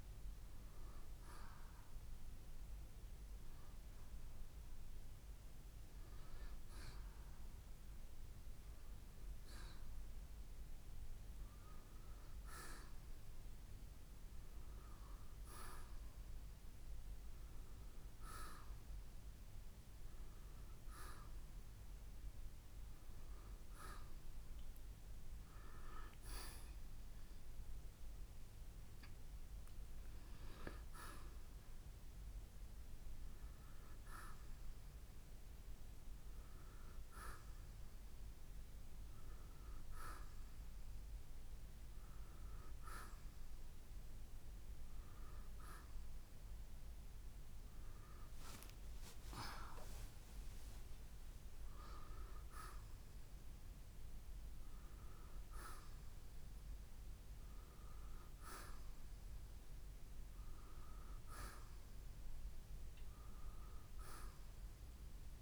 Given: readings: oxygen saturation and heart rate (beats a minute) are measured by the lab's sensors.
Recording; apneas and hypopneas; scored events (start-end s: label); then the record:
breathing in sleep by a room microphone; none
48.50-52.00 s: arousal
From the record:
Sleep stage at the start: N2 (light sleep); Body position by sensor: on the right side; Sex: male